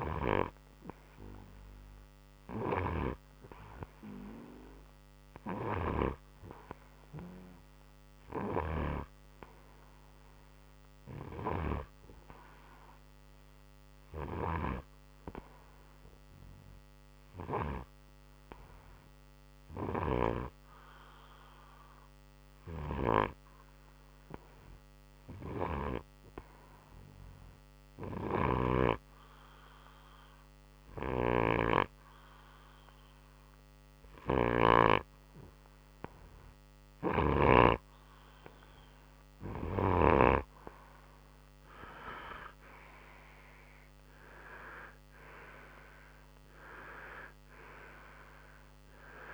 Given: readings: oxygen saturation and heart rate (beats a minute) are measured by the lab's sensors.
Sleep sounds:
breathing in sleep by a microphone on the trachea; 1
11.50-36.50 s: hypopnea (oxygen 96% before, 91% lowest, heart rate 64 before, 52 extreme, up 13 after)
36.00-49.34 s: oxygen desaturation (device-marked, oxygen 96% before, 91% lowest, heart rate 58 before, 58 extreme)
39.00-43.50 s: arousal
From the record:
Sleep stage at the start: N2 (light sleep); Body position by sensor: on the right side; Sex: male

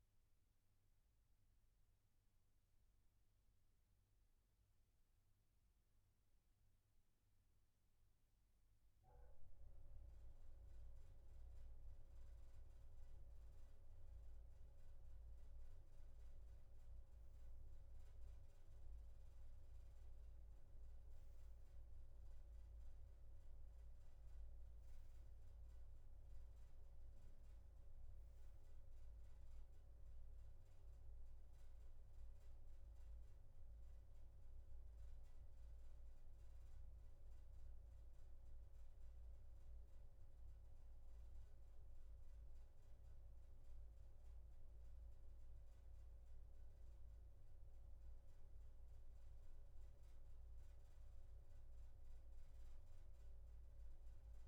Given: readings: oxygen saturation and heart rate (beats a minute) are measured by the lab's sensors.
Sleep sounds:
breathing in sleep, hard to hear, by a room microphone; 1
31.00-45.50 s: hypopnea (oxygen 94% before, 93% lowest, heart rate 60 before, 57 extreme, up 2 after)
From the record:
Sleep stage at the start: N2 (light sleep); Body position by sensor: on the right side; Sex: male

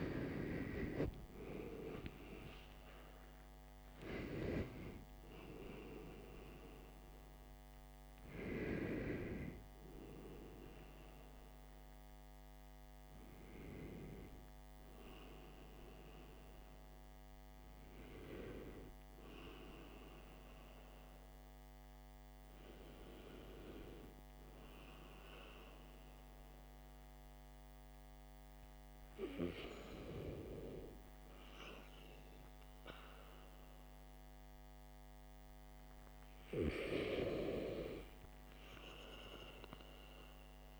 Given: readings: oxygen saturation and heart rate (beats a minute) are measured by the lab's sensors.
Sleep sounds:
breathing in sleep by a microphone on the trachea; none
0.00-2.00 s: arousal
0.00-27.00 s: oxygen desaturation (device-marked, oxygen 83% before, 73% lowest, heart rate 67 before, 55 extreme)
From the record:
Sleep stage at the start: REM sleep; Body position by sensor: on the back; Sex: male

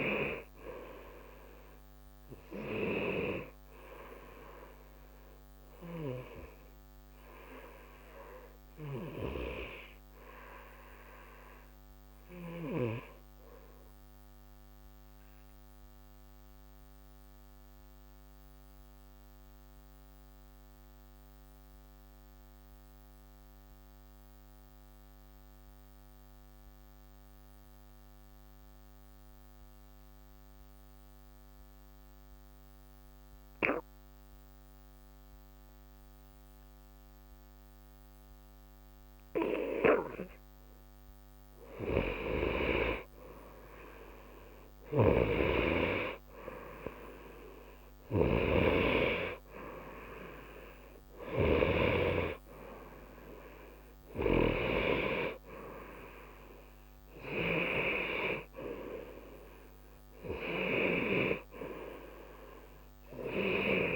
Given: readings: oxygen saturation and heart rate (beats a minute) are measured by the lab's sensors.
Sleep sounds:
breathing in sleep by a microphone on the trachea; 1
0.00-19.00 s: oxygen desaturation (device-marked, oxygen 87% lowest, heart rate 60 extreme)
8.50-40.50 s: obstructive apnea (oxygen 94% before, 86% lowest, heart rate 61 before, 60 extreme, up 2 after)
41.50-45.50 s: arousal
44.00-63.96 s: oxygen desaturation (device-marked, oxygen 95% before, 86% lowest, heart rate 62 before, 60 extreme)
From the record:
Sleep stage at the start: N2 (light sleep); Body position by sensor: on the right side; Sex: male

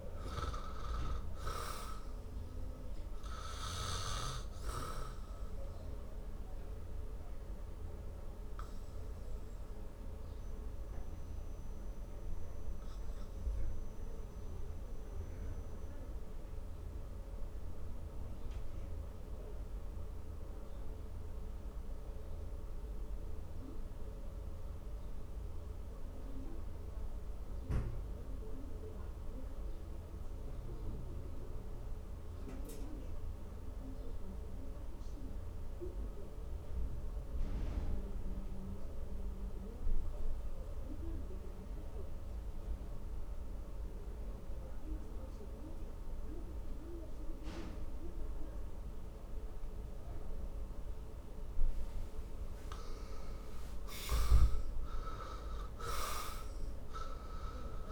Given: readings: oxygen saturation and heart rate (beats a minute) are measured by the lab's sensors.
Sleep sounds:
breathing in sleep by a room microphone; 1
4.00-51.50 s: obstructive apnea (oxygen 98% before, 82% lowest, heart rate 61 before, 49 extreme, up 19 after)
16.50-35.50 s: oxygen desaturation (device-marked, oxygen 97% before, 82% lowest, heart rate 59 before, 50 extreme)
53.00-57.00 s: arousal
From the record:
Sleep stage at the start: N2 (light sleep); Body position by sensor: on the back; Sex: male

